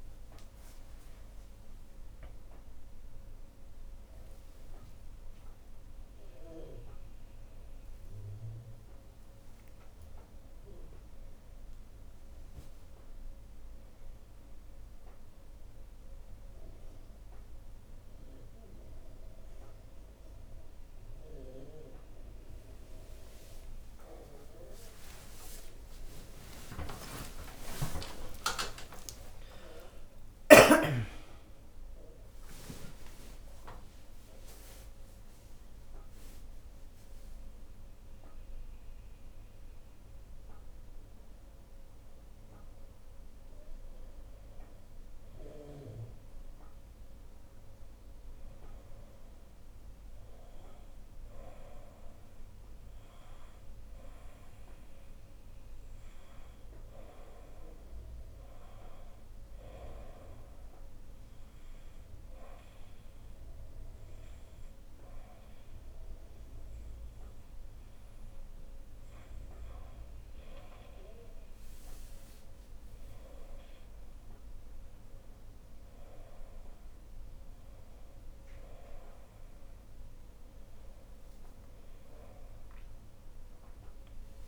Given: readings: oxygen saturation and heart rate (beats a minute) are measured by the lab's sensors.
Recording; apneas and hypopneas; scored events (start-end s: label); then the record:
a person awake in a sleep study, by a room microphone; none
42.50-72.50 s: new sleep stage, N1 (lightest sleep)
72.50-84.48 s: new sleep stage, awake
From the record:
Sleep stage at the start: awake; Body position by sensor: on the front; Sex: female